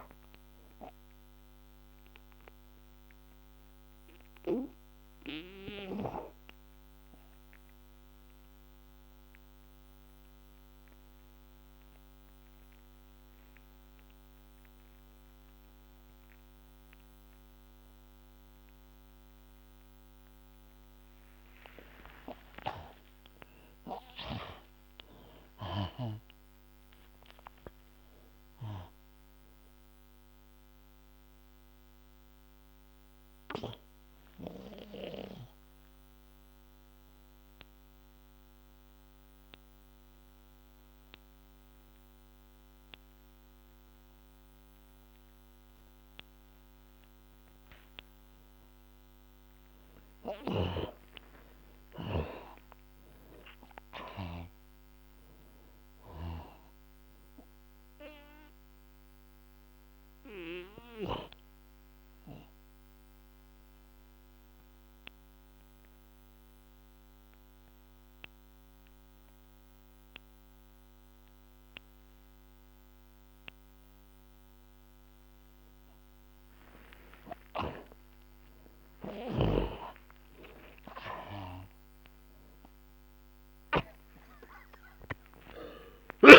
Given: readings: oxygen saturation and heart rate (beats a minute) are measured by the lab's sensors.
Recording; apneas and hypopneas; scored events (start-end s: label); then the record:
breathing in sleep by a microphone on the trachea; 3
0.00-16.00 s: oxygen desaturation (device-marked, oxygen 68% lowest)
2.50-20.50 s: obstructive apnea (oxygen 94% before, 67% lowest)
22.00-46.00 s: oxygen desaturation (device-marked, oxygen 93% before, 69% lowest, heart rate 124 before, 49 extreme)
22.50-26.50 s: arousal
31.50-48.00 s: obstructive apnea (oxygen 93% before, 67% lowest, heart rate 94 before, 62 extreme, up 22 after)
51.00-55.00 s: arousal
51.00-75.00 s: oxygen desaturation (device-marked, oxygen 92% before, 67% lowest, heart rate 117 before, 55 extreme)
57.50-74.50 s: obstructive apnea (oxygen 92% before, 67% lowest, heart rate 84 before, 55 extreme, up 25 after)
77.00-86.39 s: oxygen desaturation (device-marked, oxygen 92% before, 73% lowest, heart rate 72 before, 49 extreme)
77.50-81.00 s: arousal
79.00-84.00 s: snoring (device-marked)
From the record:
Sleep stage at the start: N2 (light sleep); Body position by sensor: on the back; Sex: male